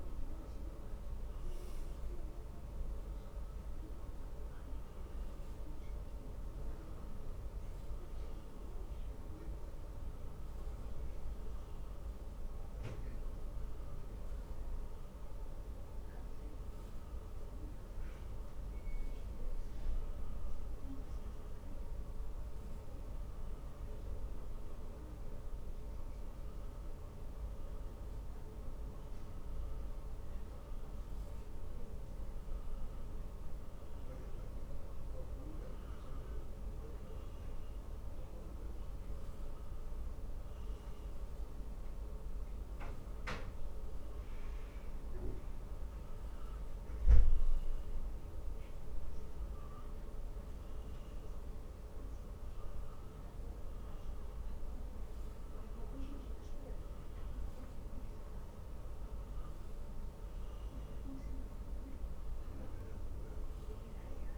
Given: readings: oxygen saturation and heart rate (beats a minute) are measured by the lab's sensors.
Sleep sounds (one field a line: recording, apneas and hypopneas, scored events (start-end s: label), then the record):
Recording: breathing in sleep, hard to hear, by a room microphone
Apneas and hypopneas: 1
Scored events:
11.50-41.50 s: obstructive apnea (oxygen 97% before, 91% lowest, heart rate 70 before, 62 extreme, up 0 after)
20.50-35.50 s: oxygen desaturation (device-marked, oxygen 94% before, 91% lowest, heart rate 67 before, 62 extreme)
42.00-45.50 s: arousal
58.50-64.38 s: oxygen desaturation (device-marked, oxygen 98% before, 96% lowest, heart rate 62 before, 53 extreme)
From the record:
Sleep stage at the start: N1 (lightest sleep)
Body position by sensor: on the back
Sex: male